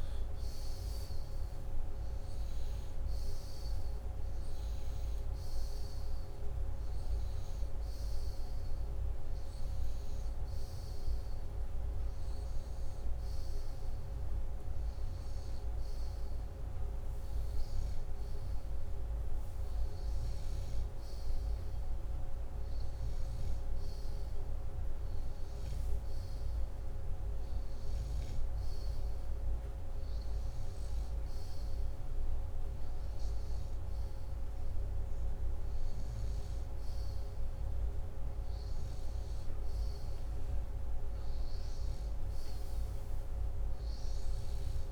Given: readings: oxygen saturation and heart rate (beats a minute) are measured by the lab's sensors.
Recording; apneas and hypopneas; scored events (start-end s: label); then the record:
breathing in sleep, hard to hear, by a room microphone; none
none scored
From the record:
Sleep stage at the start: N2 (light sleep); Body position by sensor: upright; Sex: male